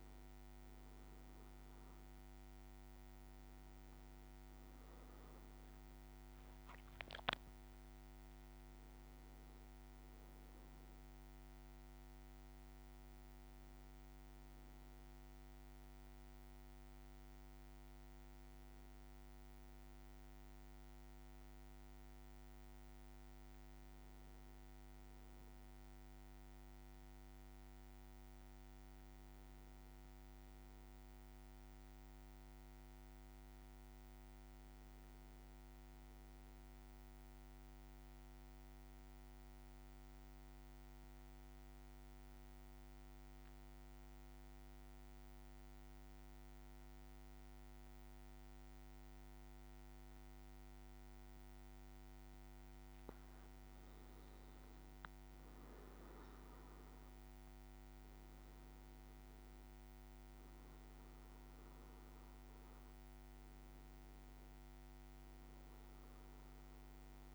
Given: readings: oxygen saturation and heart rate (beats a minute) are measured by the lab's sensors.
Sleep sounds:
breathing in sleep, hard to hear, by a microphone on the trachea; 1
0.00-5.00 s: arousal
36.50-52.00 s: central apnea (oxygen 98% before, 94% lowest, heart rate 54 before, 53 extreme, up 5 after)
54.50-67.35 s: oxygen desaturation (device-marked, oxygen 98% before, 94% lowest, heart rate 55 before, 53 extreme)
55.50-60.50 s: arousal
From the record:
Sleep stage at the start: N2 (light sleep); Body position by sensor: on the back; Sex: male

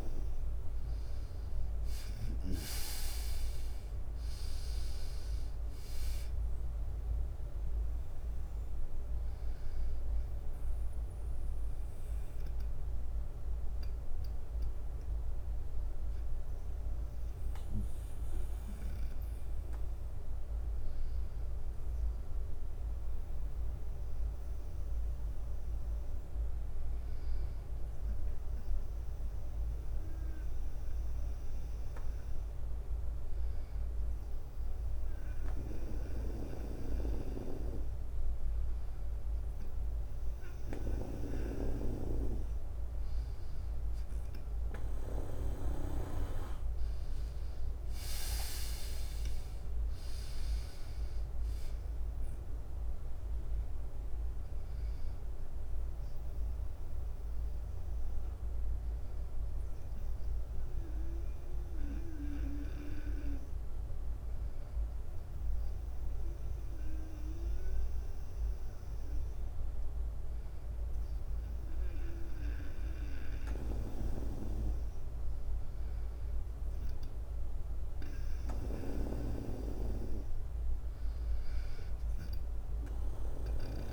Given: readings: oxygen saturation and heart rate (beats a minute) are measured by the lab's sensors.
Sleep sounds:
breathing in sleep by a room microphone; 2
0.00-2.00 s: arousal
9.00-41.00 s: bradycardia (device-marked, heart rate 56 before, 53 extreme)
19.00-35.50 s: hypopnea (oxygen 98% before, 96% lowest, heart rate 59 before, 53 extreme, up 6 after)
35.50-44.50 s: snoring (device-marked)
41.50-46.00 s: arousal
42.00-44.00 s: leg movement (device-marked)
54.00-83.00 s: bradycardia (device-marked, heart rate 57 before, 55 extreme)
57.50-74.50 s: hypopnea (oxygen 98% before, 96% lowest, heart rate 61 before, 50 extreme, up 2 after)
72.50-83.00 s: snoring (device-marked)
77.50-80.50 s: arousal
82.00-83.92 s: drop in pulse transit time (device-marked, heart rate 57 before, 52 extreme)
From the record:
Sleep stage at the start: N2 (light sleep); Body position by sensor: on the right side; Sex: male

